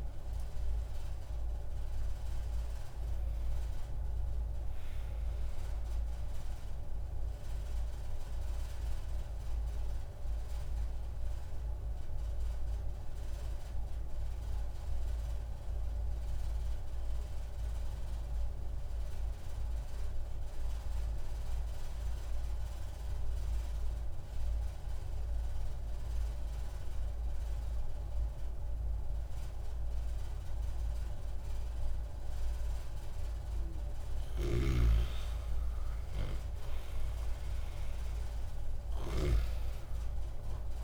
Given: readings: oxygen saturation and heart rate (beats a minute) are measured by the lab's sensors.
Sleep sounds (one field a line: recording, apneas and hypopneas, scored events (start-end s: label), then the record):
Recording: breathing in sleep, hard to hear, by a room microphone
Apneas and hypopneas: 1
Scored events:
0.00-2.50 s: arousal
7.50-33.00 s: obstructive apnea (oxygen 97% before, 92% lowest)
27.50-40.84 s: new sleep stage, N2 (light sleep)
32.50-40.84 s: oxygen desaturation (device-marked, oxygen 97% before, 92% lowest)
36.00-39.50 s: arousal
From the record:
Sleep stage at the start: N1 (lightest sleep)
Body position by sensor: on the back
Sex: male